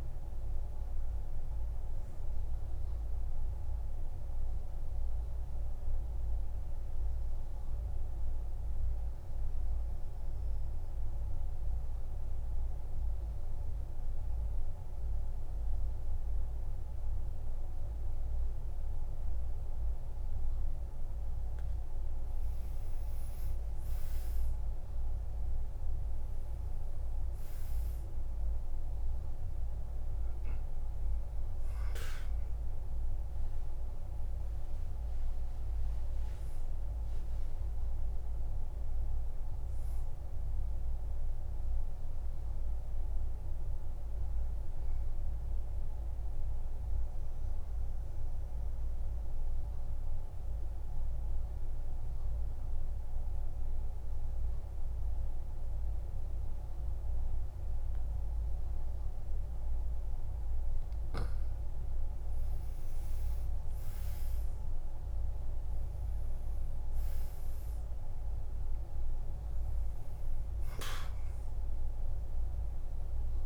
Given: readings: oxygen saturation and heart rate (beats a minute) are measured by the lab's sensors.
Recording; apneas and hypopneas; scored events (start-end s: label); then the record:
breathing in sleep, hard to hear, by a room microphone; 2
0.00-14.50 s: oxygen desaturation (device-marked, oxygen 91% lowest, heart rate 50 extreme)
4.00-22.50 s: mixed apnea (oxygen 97% before, 91% lowest, heart rate 74 before, 50 extreme, up 10 after)
25.00-29.00 s: arousal
30.50-45.50 s: oxygen desaturation (device-marked, oxygen 99% before, 93% lowest, heart rate 56 before, 50 extreme)
41.50-60.50 s: obstructive apnea (oxygen 99% before, 89% lowest, heart rate 59 before, 47 extreme, up 11 after)
62.50-67.00 s: arousal
67.50-73.46 s: oxygen desaturation (device-marked, oxygen 98% before, 92% lowest, heart rate 54 before, 47 extreme)
From the record:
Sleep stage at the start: N2 (light sleep); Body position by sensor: on the back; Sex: male